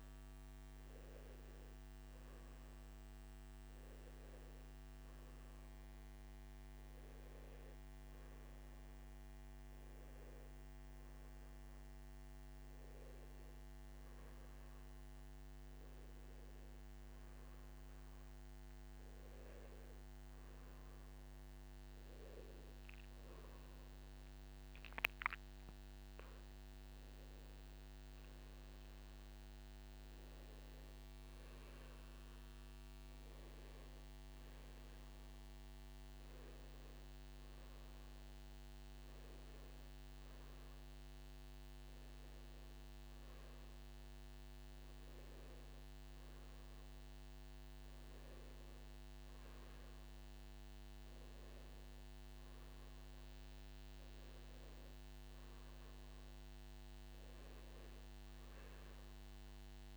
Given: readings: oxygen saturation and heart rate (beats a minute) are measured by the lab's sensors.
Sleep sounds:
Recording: breathing in sleep, hard to hear, by a microphone on the trachea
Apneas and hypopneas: none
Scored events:
32.50-34.50 s: long interval between heartbeats (device-marked, heart rate 72 before, 83 extreme)
34.50-36.50 s: long interval between heartbeats (device-marked, heart rate 74 before, 99 extreme)
53.50-55.50 s: long interval between heartbeats (device-marked, heart rate 76 before, 72 extreme)
From the record:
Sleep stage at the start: N2 (light sleep)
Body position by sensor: on the back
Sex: male

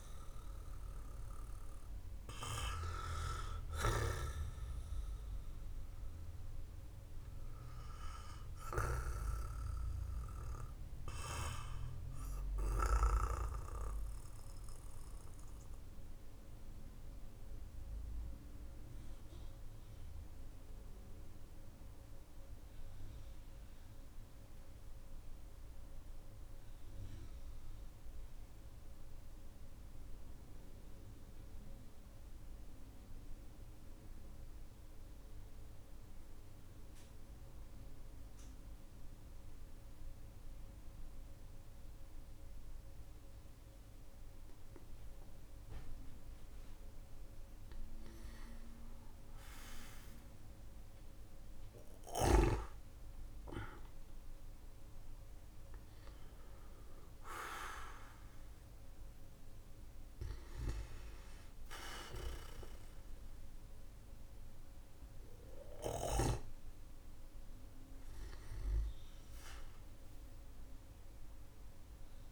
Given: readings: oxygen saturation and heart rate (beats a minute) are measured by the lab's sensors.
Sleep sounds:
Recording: breathing in sleep by a room microphone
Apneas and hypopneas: 1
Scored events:
0.00-18.50 s: oxygen desaturation (device-marked, oxygen 94% lowest, heart rate 46 extreme)
3.50-12.50 s: snoring (device-marked)
11.00-46.50 s: mixed apnea (oxygen 98% before, 93% lowest, heart rate 47 before, 44 extreme, up 13 after)
49.00-56.00 s: arousal
59.50-72.31 s: oxygen desaturation (device-marked, oxygen 97% before, 93% lowest, heart rate 58 before, 44 extreme)
From the record:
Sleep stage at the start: N2 (light sleep)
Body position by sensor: on the back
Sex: male

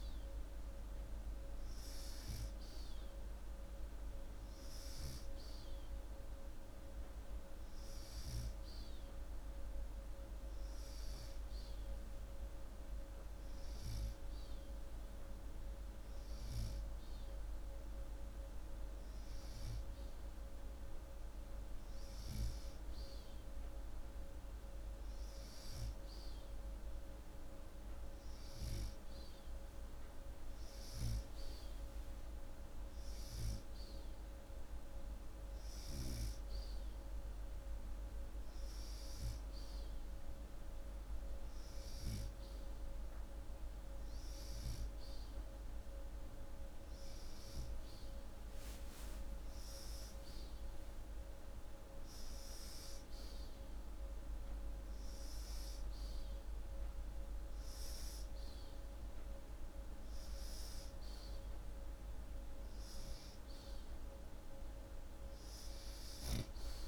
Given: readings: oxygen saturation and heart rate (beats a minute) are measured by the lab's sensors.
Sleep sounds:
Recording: breathing in sleep, hard to hear, by a room microphone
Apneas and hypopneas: none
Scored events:
58.00-63.00 s: arousal
From the record:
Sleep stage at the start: N2 (light sleep)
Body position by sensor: upright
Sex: male

